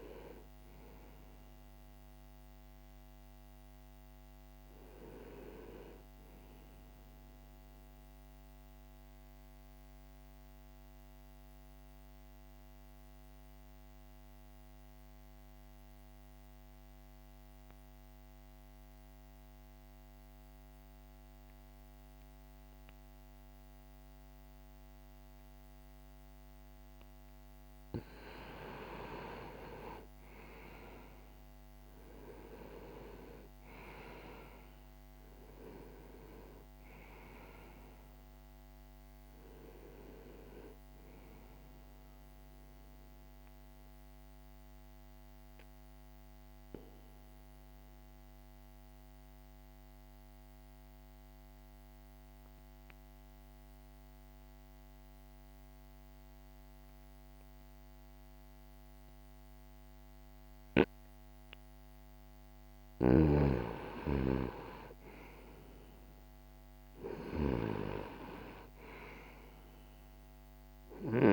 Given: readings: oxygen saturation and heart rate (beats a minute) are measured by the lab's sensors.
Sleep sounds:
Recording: breathing in sleep by a microphone on the trachea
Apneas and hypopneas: 2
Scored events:
0.00-16.50 s: oxygen desaturation (device-marked, oxygen 86% lowest, heart rate 59 extreme)
7.00-25.50 s: obstructive apnea (oxygen 95% before, 84% lowest, heart rate 60 before, 60 extreme, up 1 after)
28.50-33.00 s: arousal
30.50-59.50 s: oxygen desaturation (device-marked, oxygen 97% before, 84% lowest, heart rate 61 before, 60 extreme)
41.50-62.00 s: mixed apnea (oxygen 97% before, 84% lowest, heart rate 60 before, 60 extreme, up 0 after)
64.00-68.00 s: arousal
From the record:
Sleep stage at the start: N2 (light sleep)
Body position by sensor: on the right side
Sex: male

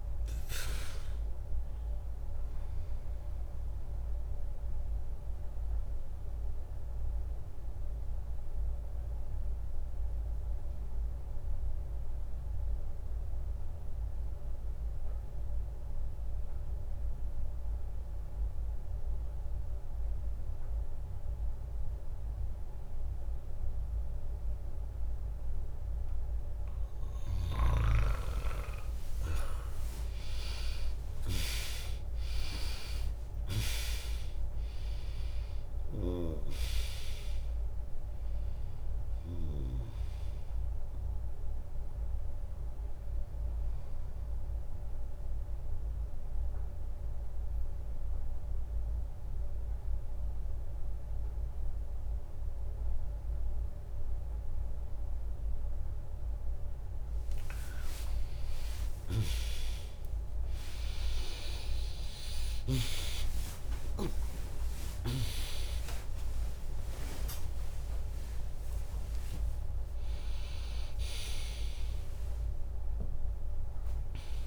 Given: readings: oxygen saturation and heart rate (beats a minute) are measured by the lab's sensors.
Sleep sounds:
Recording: a person partly awake in a sleep study, by a room microphone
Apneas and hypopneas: 2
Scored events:
0.00-5.00 s: drop in pulse transit time (device-marked, heart rate 63 extreme)
5.00-26.00 s: obstructive apnea (oxygen 100% before, 95% lowest, heart rate 69 before, 58 extreme, up 9 after)
22.00-25.00 s: bradycardia (device-marked, heart rate 71 before, 61 extreme)
28.50-34.00 s: arousal
29.00-57.00 s: oxygen desaturation (device-marked, oxygen 100% before, 95% lowest, heart rate 70 before, 74 extreme)
32.00-45.00 s: drop in pulse transit time (device-marked, heart rate 68 before, 64 extreme)
44.00-57.00 s: obstructive apnea (oxygen 100% before, 95% lowest, heart rate 71 before, 80 extreme, up 17 after)
48.00-74.47 s: new sleep stage, awake
63.00-70.00 s: tachycardia (device-marked, heart rate 71 before, 128 extreme)
63.50-65.50 s: long interval between heartbeats (device-marked, heart rate 81 before, 92 extreme)
64.00-74.47 s: drop in pulse transit time (device-marked, heart rate 82 before, 90 extreme)
67.50-69.50 s: long interval between heartbeats (device-marked, heart rate 84 before, 128 extreme)
From the record:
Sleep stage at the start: N2 (light sleep)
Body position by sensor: on the back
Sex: female

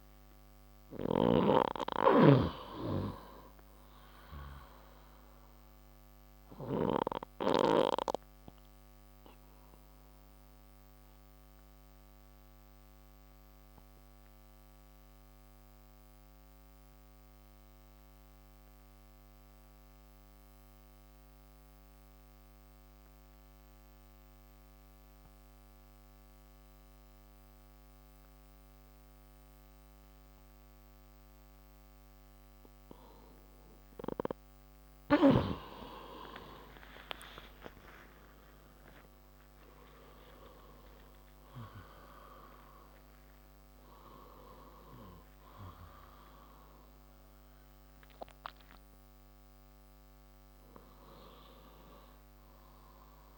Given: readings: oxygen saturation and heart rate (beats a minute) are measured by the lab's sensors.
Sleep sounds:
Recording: breathing in sleep by a microphone on the trachea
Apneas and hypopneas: 1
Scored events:
0.00-1.00 s: arousal
0.00-2.00 s: snoring (device-marked)
3.50-24.50 s: oxygen desaturation (device-marked, oxygen 96% before, 91% lowest)
8.50-35.00 s: obstructive apnea (oxygen 97% before, 91% lowest)
37.50-42.50 s: arousal
47.50-53.37 s: oxygen desaturation (device-marked, oxygen 96% before, 91% lowest, heart rate 95 before, 57 extreme)
From the record:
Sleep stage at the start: N2 (light sleep)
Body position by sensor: on the left side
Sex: male

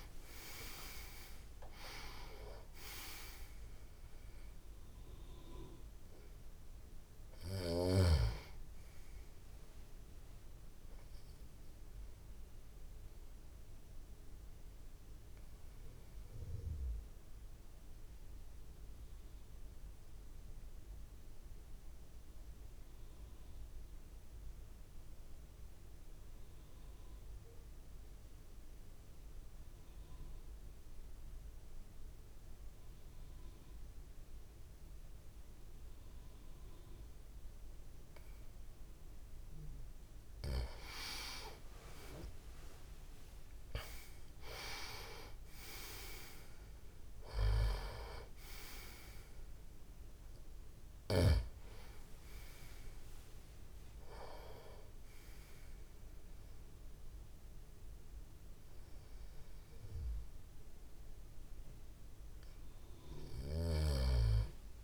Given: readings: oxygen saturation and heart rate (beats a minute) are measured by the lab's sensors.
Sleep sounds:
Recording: breathing in sleep by a room microphone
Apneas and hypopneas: 1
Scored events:
0.00-23.00 s: oxygen desaturation (device-marked, oxygen 87% lowest)
12.50-39.50 s: obstructive apnea (oxygen 97% before, 87% lowest)
40.00-64.84 s: oxygen desaturation (device-marked, oxygen 97% before, 88% lowest)
40.50-44.50 s: arousal
From the record:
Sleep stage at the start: N2 (light sleep)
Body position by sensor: on the back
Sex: male

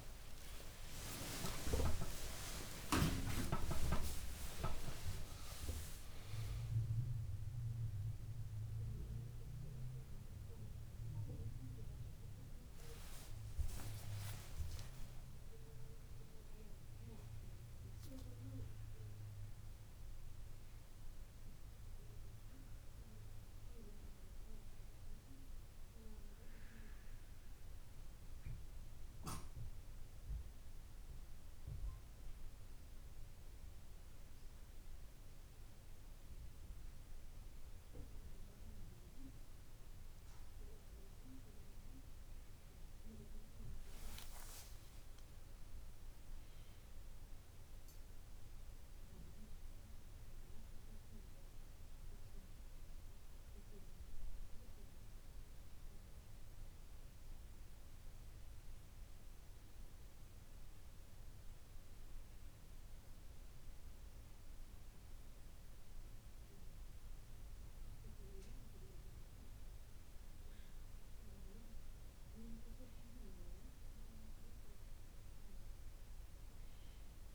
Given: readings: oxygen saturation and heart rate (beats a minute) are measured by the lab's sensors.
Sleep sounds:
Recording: a person partly awake in a sleep study, by a room microphone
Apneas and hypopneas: none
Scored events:
0.00-1.50 s: long interval between heartbeats (device-marked, heart rate 128 extreme)
1.50-3.50 s: long interval between heartbeats (device-marked, heart rate 75 before, 158 extreme)
4.00-6.00 s: long interval between heartbeats (device-marked, heart rate 90 before, 160 extreme)
7.50-9.50 s: long interval between heartbeats (device-marked, heart rate 104 before, 125 extreme)
8.00-10.00 s: bradycardia (device-marked, heart rate 67 before, 125 extreme)
8.00-38.00 s: new sleep stage, awake
13.00-15.00 s: long interval between heartbeats (device-marked, heart rate 112 before, 78 extreme)
15.50-17.50 s: long interval between heartbeats (device-marked, heart rate 114 before, 93 extreme)
23.00-26.00 s: bradycardia (device-marked, heart rate 68 before, 59 extreme)
27.00-30.00 s: bradycardia (device-marked, heart rate 68 before, 58 extreme)
31.00-34.00 s: bradycardia (device-marked, heart rate 68 before, 58 extreme)
38.00-68.00 s: new sleep stage, N1 (lightest sleep)
44.50-46.50 s: long interval between heartbeats (device-marked, heart rate 60 before, 70 extreme)
54.00-57.00 s: bradycardia (device-marked, heart rate 68 before, 60 extreme)
59.00-62.00 s: bradycardia (device-marked, heart rate 68 before, 59 extreme)
63.00-65.00 s: bradycardia (device-marked, heart rate 68 before, 59 extreme)
67.00-73.00 s: bradycardia (device-marked, heart rate 68 before, 59 extreme)
68.00-77.35 s: new sleep stage, N2 (light sleep)
From the record:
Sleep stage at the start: N1 (lightest sleep)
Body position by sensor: on the back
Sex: female

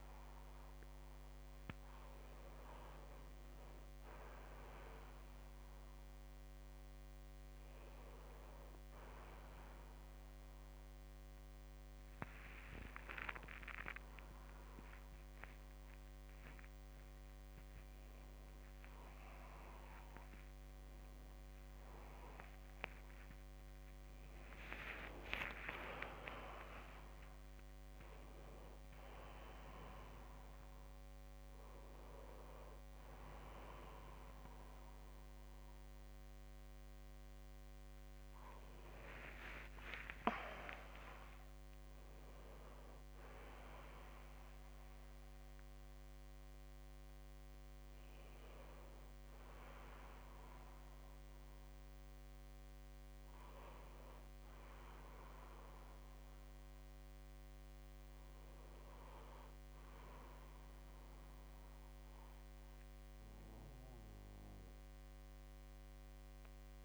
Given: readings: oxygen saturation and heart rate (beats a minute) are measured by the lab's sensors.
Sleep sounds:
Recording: a person awake in a sleep study, by a microphone on the trachea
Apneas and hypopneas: none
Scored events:
26.00-28.00 s: long interval between heartbeats (device-marked, heart rate 64 before, 75 extreme)
From the record:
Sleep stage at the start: awake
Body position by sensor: on the back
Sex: male

